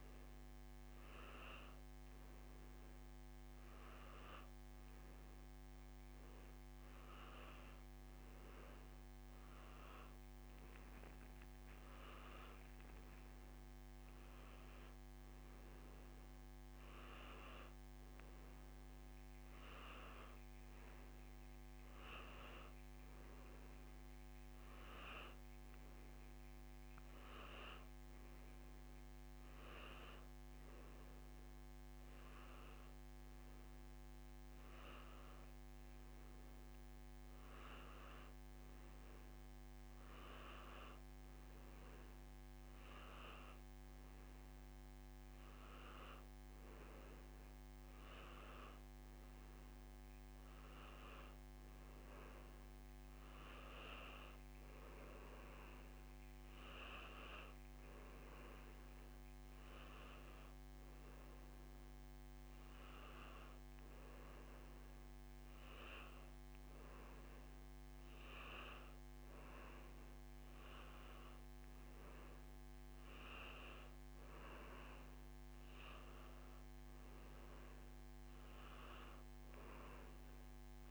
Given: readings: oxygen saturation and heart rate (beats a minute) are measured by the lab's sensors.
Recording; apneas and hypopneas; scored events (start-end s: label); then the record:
breathing in sleep by a microphone on the trachea; none
none scored
From the record:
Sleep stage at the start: N2 (light sleep); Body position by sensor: on the back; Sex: male